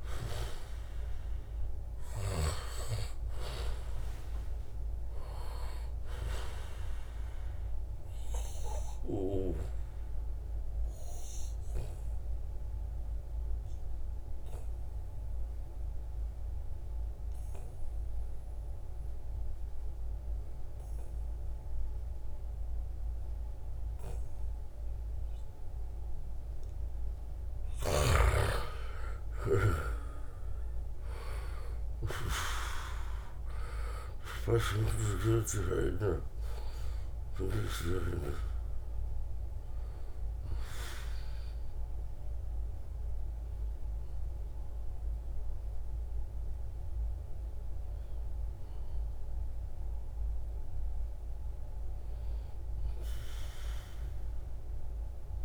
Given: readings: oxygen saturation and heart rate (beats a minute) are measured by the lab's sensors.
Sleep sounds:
breathing in sleep by a room microphone; 1
0.00-2.50 s: arousal
1.00-18.00 s: oxygen desaturation (device-marked, oxygen 97% before, 93% lowest, heart rate 78 before, 73 extreme)
7.50-27.50 s: obstructive apnea (oxygen 98% before, 91% lowest, heart rate 77 before, 73 extreme, up 6 after)
28.50-32.50 s: arousal
33.00-53.00 s: oxygen desaturation (device-marked, oxygen 95% before, 91% lowest, heart rate 75 before, 75 extreme)
From the record:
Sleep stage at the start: N2 (light sleep); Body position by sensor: on the back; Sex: male

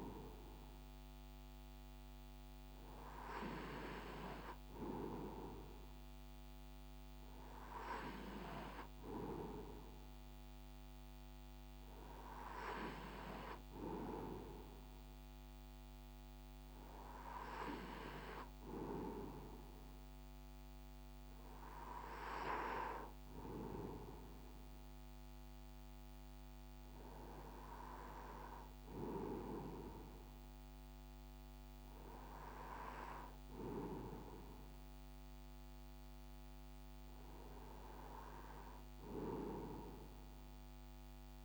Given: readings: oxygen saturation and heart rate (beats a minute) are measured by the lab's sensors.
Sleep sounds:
breathing in sleep by a microphone on the trachea; none
none scored
From the record:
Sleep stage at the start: N2 (light sleep); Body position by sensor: on the right side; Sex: male

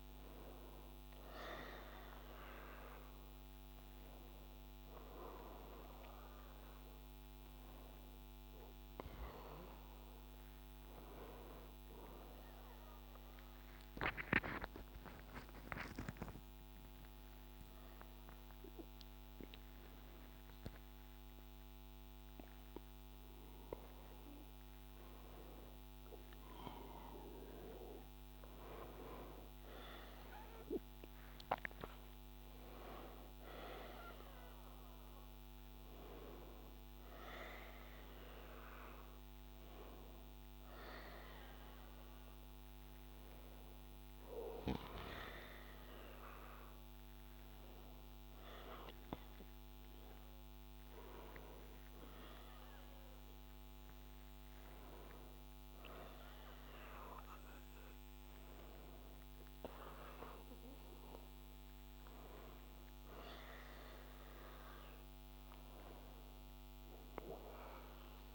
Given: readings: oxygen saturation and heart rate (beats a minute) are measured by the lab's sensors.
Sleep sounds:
a person awake in a sleep study, by a microphone on the trachea; none
none scored
From the record:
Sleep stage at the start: awake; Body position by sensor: on the back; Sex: male

